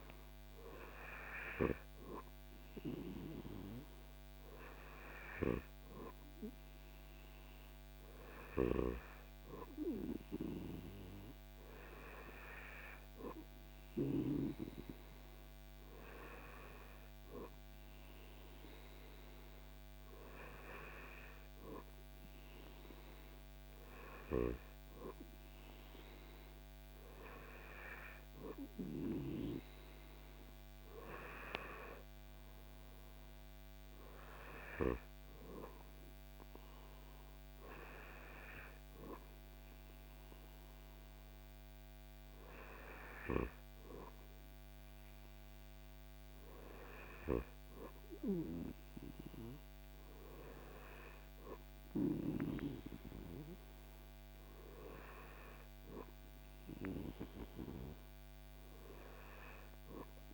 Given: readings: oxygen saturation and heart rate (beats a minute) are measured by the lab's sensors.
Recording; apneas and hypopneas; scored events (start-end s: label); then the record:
breathing in sleep by a microphone on the trachea; none
none scored
From the record:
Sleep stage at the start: N2 (light sleep); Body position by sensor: on the back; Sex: male